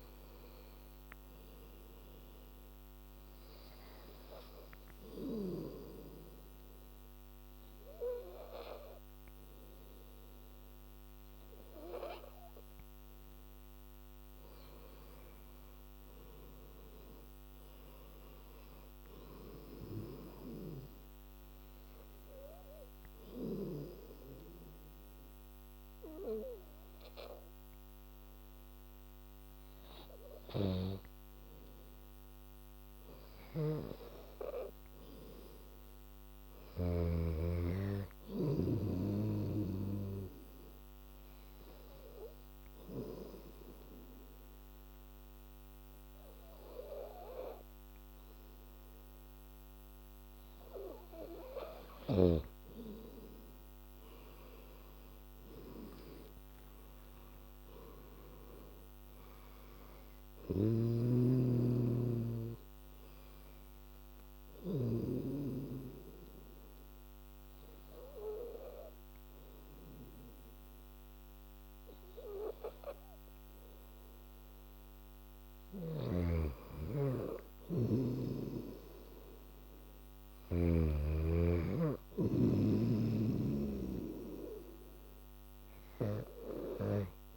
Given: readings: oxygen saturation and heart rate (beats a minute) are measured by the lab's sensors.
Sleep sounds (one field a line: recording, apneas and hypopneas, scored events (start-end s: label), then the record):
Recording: breathing in sleep by a microphone on the trachea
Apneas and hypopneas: 4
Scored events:
2.50-13.00 s: hypopnea (oxygen 99% before, 90% lowest, heart rate 78 before, 71 extreme, up 10 after)
14.50-18.00 s: arousal
20.50-33.50 s: oxygen desaturation (device-marked, oxygen 96% before, 92% lowest, heart rate 79 before, 71 extreme)
21.00-31.50 s: hypopnea (oxygen 97% before, 90% lowest, heart rate 79 before, 71 extreme, up 12 after)
33.00-37.00 s: snoring (device-marked)
34.00-37.50 s: arousal
38.50-46.50 s: oxygen desaturation (device-marked, oxygen 97% before, 94% lowest, heart rate 79 before, 79 extreme)
41.00-51.50 s: obstructive apnea (oxygen 97% before, 90% lowest, heart rate 79 before, 79 extreme, up 8 after)
53.50-57.50 s: arousal
57.50-71.50 s: oxygen desaturation (device-marked, oxygen 96% before, 90% lowest, heart rate 80 before, 74 extreme)
60.00-65.00 s: snoring (device-marked)
64.50-75.50 s: obstructive apnea (oxygen 97% before, 91% lowest, heart rate 82 before, 70 extreme, up 2 after)
77.00-80.50 s: arousal
81.50-87.36 s: oxygen desaturation (device-marked, oxygen 98% before, 92% lowest, heart rate 81 before, 70 extreme)
From the record:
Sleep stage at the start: N2 (light sleep)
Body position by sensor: on the back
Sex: female